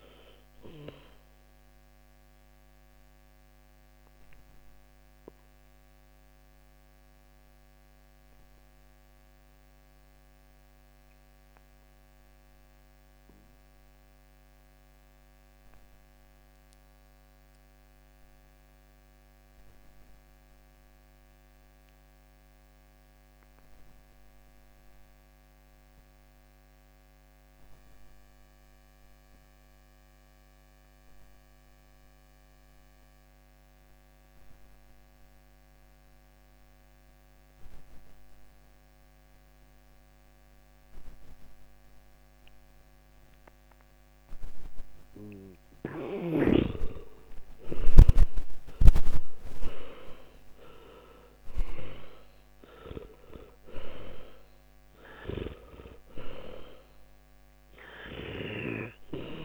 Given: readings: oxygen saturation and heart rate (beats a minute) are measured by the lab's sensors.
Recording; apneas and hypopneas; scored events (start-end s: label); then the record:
breathing in sleep by a microphone on the trachea; 1
0.00-27.00 s: oxygen desaturation (device-marked, oxygen 80% lowest, heart rate 49 extreme)
1.50-46.00 s: obstructive apnea (oxygen 99% before, 76% lowest, heart rate 63 before, 49 extreme, up 19 after)
47.50-51.50 s: arousal
48.00-59.45 s: oxygen desaturation (device-marked, oxygen 98% before, 76% lowest, heart rate 55 before, 50 extreme)
From the record:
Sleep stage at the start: N2 (light sleep); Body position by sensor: on the back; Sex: male